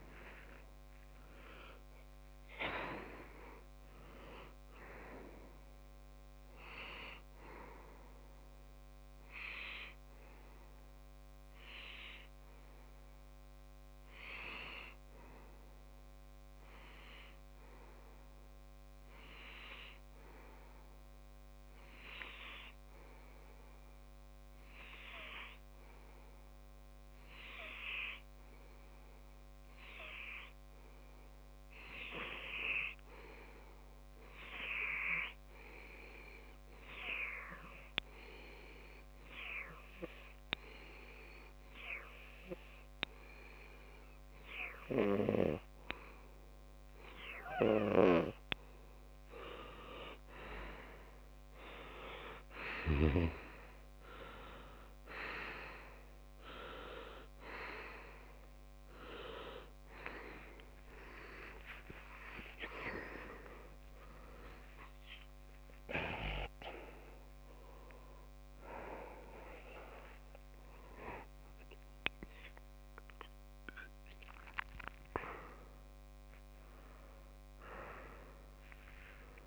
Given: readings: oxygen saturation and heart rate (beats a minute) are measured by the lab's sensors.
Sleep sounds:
a person partly awake in a sleep study, by a microphone on the trachea; 1
0.00-3.50 s: arousal
9.00-47.00 s: obstructive apnea (oxygen 98% before, 93% lowest)
33.00-66.00 s: oxygen desaturation (device-marked, oxygen 98% before, 93% lowest)
58.00-79.47 s: new sleep stage, awake
77.00-79.00 s: long interval between heartbeats (device-marked)
From the record:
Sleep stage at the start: N2 (light sleep); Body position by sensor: on the left side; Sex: male

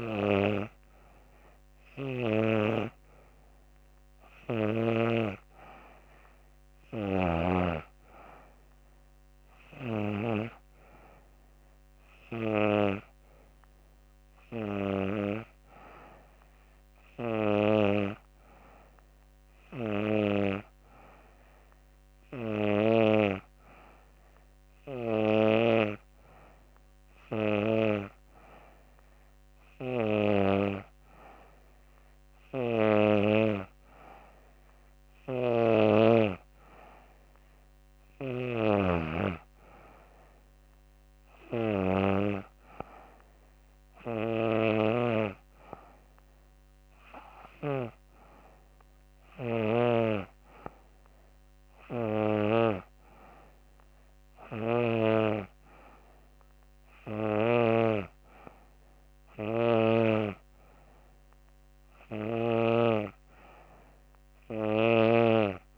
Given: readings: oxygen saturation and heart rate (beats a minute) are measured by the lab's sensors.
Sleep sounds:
breathing in sleep by a microphone on the trachea; none
none scored
From the record:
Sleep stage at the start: N2 (light sleep); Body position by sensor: on the back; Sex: female

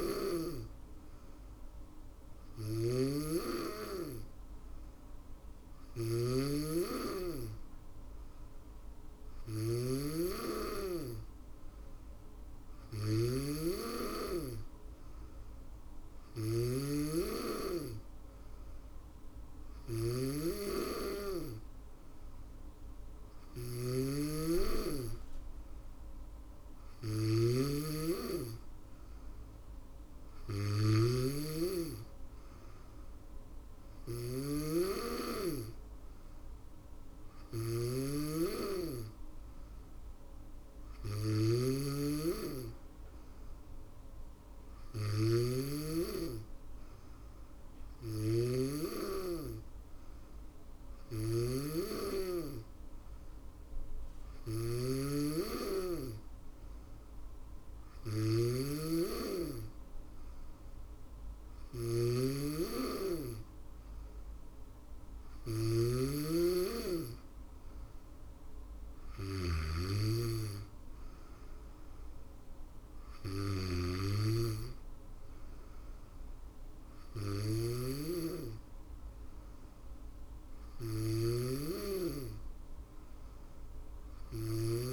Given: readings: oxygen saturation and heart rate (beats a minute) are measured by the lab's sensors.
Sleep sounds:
breathing in sleep by a room microphone; none
0.00-84.93 s: snoring (device-marked)
28.50-37.50 s: drop in pulse transit time (device-marked, heart rate 67 before, 65 extreme)
From the record:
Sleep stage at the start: N2 (light sleep); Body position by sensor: on the back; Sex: female

